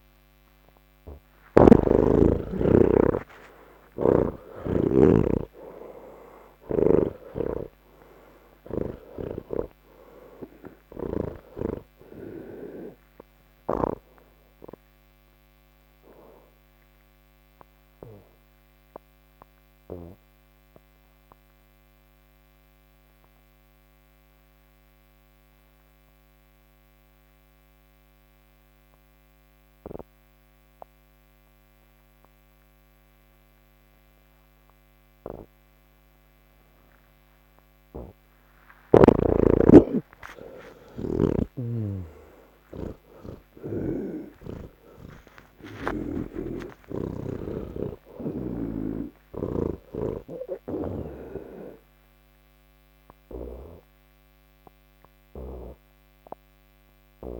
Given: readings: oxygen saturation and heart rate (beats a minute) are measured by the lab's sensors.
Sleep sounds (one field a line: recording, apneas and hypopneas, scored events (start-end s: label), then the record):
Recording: breathing in sleep by a microphone on the trachea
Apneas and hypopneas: none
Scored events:
41.00-44.50 s: snoring (device-marked)
From the record:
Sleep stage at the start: N2 (light sleep)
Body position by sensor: on the back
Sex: male